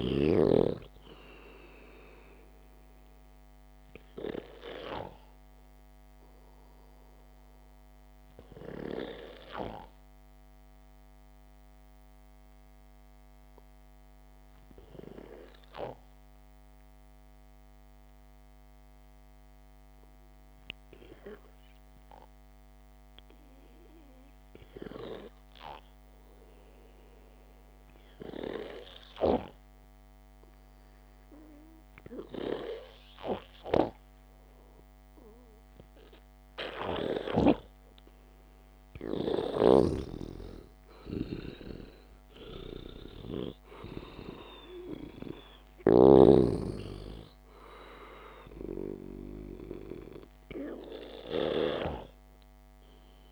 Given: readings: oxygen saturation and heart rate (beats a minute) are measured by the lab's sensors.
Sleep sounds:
breathing in sleep by a microphone on the trachea; 1
0.00-3.00 s: arousal
6.00-24.50 s: obstructive apnea (oxygen 97% before, 91% lowest, heart rate 60 before, 56 extreme, up 1 after)
11.50-22.50 s: oxygen desaturation (device-marked, oxygen 94% before, 91% lowest, heart rate 62 before, 56 extreme)
26.00-29.50 s: arousal
35.50-53.32 s: oxygen desaturation (device-marked, oxygen 98% before, 92% lowest, heart rate 64 before, 56 extreme)
40.00-46.50 s: snoring (device-marked)
From the record:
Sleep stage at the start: N2 (light sleep); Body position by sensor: on the back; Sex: male

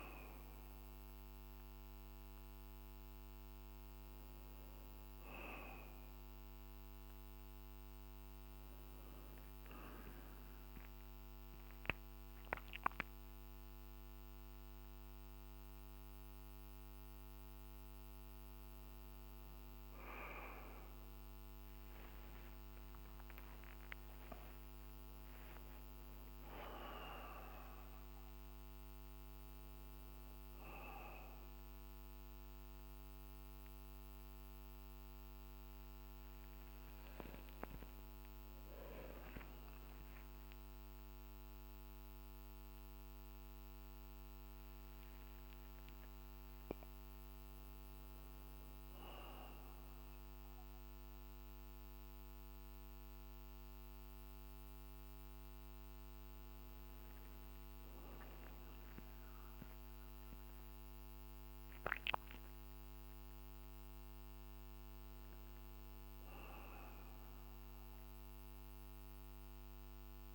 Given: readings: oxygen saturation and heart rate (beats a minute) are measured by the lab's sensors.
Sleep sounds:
a person awake in a sleep study, by a microphone on the trachea; none
0.00-1.50 s: arousal
16.50-70.35 s: new sleep stage, awake
From the record:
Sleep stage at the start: N1 (lightest sleep); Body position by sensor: on the back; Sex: male

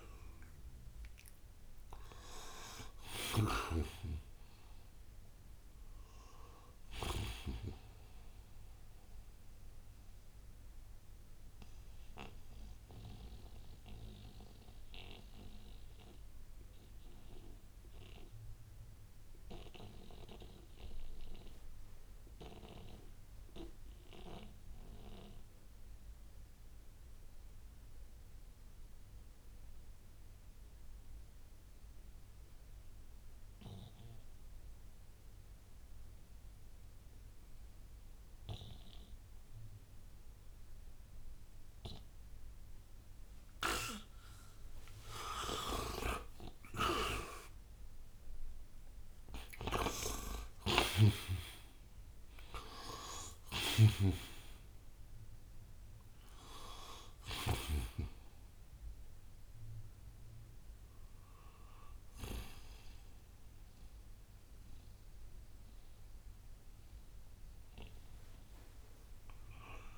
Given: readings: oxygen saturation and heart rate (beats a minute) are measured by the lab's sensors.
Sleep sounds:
breathing in sleep by a room microphone; 1
0.00-7.50 s: snoring (device-marked)
1.00-25.00 s: oxygen desaturation (device-marked, oxygen 97% before, 88% lowest, heart rate 64 before, 57 extreme)
13.50-44.50 s: mixed apnea (oxygen 97% before, 83% lowest, heart rate 68 before, 57 extreme, up 12 after)
42.00-69.98 s: oxygen desaturation (device-marked, oxygen 97% before, 83% lowest, heart rate 60 before, 56 extreme)
45.50-51.50 s: arousal
53.00-57.50 s: snoring (device-marked)
From the record:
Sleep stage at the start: N2 (light sleep); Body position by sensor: on the right side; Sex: male

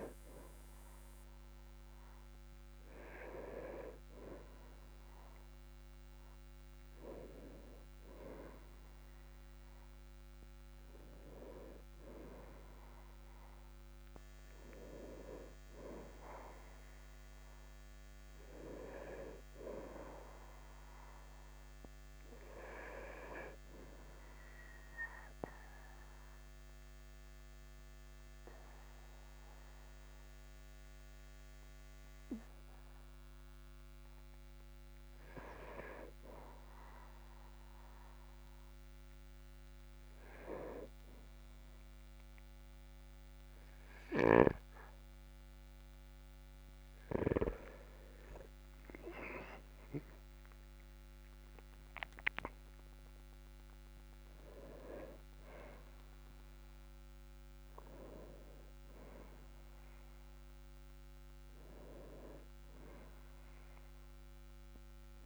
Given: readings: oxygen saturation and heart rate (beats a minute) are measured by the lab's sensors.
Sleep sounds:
breathing in sleep by a microphone on the trachea; 1
8.00-12.00 s: arousal
25.00-35.50 s: obstructive apnea (oxygen 99% before, 96% lowest, heart rate 53 before, 40 extreme, up 15 after)
From the record:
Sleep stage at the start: N2 (light sleep); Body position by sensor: on the back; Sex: male

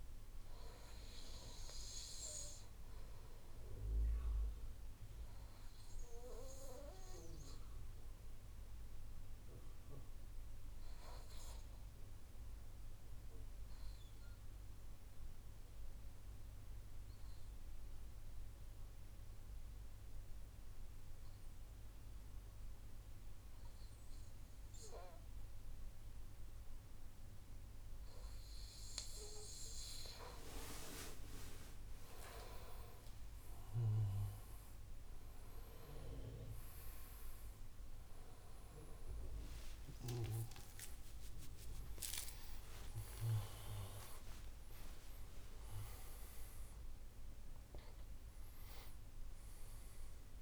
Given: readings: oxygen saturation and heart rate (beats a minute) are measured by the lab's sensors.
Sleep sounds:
breathing in sleep by a room microphone; 1
0.00-1.00 s: arousal
0.00-17.50 s: oxygen desaturation (device-marked, oxygen 94% lowest, heart rate 64 extreme)
7.50-28.50 s: obstructive apnea (oxygen 99% before, 92% lowest, heart rate 140 before, 64 extreme, up 35 after)
30.50-50.41 s: oxygen desaturation (device-marked, oxygen 97% before, 92% lowest, heart rate 105 before, 41 extreme)
39.50-44.00 s: arousal
From the record:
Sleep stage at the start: N2 (light sleep); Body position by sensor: on the right side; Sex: male

